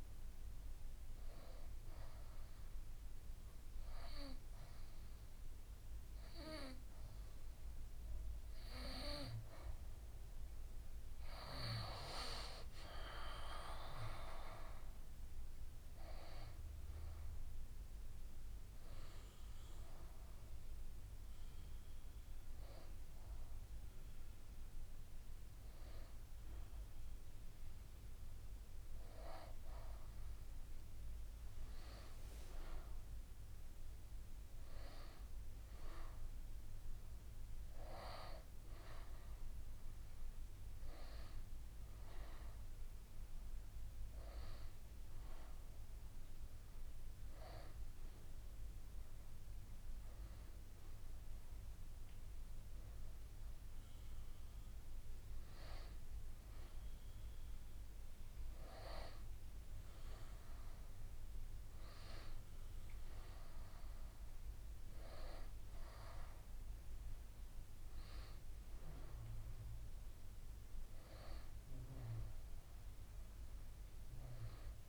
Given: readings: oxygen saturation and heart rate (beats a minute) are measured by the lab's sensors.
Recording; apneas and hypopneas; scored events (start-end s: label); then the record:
breathing in sleep by a room microphone; 1
1.50-12.50 s: obstructive apnea (oxygen 93% before, 91% lowest, heart rate 77 before, 71 extreme, up 3 after)
14.00-18.50 s: arousal
15.50-74.89 s: new sleep stage, N2 (light sleep)
From the record:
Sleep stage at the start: N1 (lightest sleep); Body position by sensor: on the right side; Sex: female